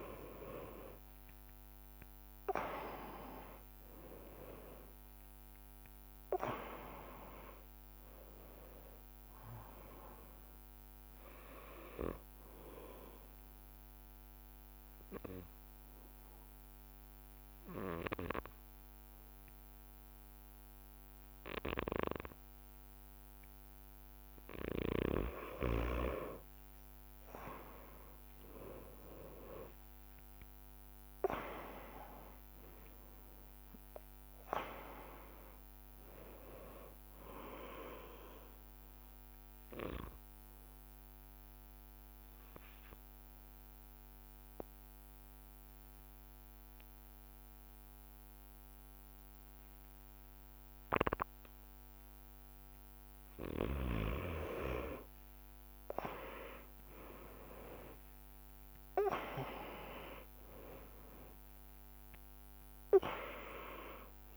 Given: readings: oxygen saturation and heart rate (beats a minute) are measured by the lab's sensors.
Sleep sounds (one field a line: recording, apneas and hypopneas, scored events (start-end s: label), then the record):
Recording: breathing in sleep by a microphone on the trachea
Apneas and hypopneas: 2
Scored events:
0.00-4.50 s: arousal
2.00-23.00 s: oxygen desaturation (device-marked, oxygen 97% before, 92% lowest)
14.00-25.50 s: obstructive apnea (oxygen 97% before, 92% lowest)
29.00-33.50 s: arousal
40.00-53.50 s: obstructive apnea (oxygen 98% before, 90% lowest)
56.50-61.50 s: arousal
58.00-64.37 s: oxygen desaturation (device-marked, oxygen 98% before, 92% lowest)
From the record:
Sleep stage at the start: N2 (light sleep)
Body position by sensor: on the back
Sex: male